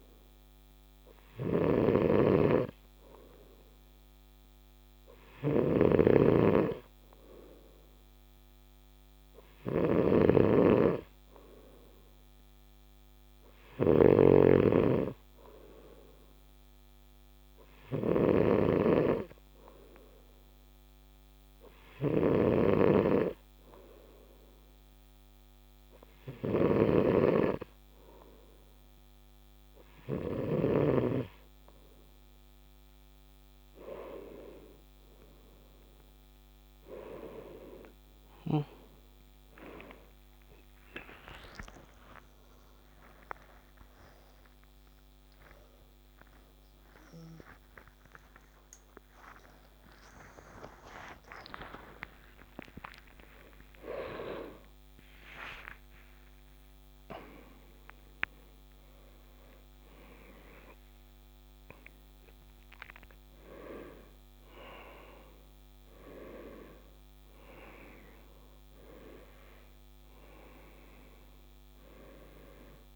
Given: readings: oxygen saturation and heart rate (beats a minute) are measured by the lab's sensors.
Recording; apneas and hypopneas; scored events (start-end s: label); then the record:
a person awake in a sleep study, by a microphone on the trachea; none
0.00-31.00 s: snoring (device-marked)
23.50-72.96 s: new sleep stage, awake
From the record:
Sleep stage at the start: N3 (deep sleep); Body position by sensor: on the right side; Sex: male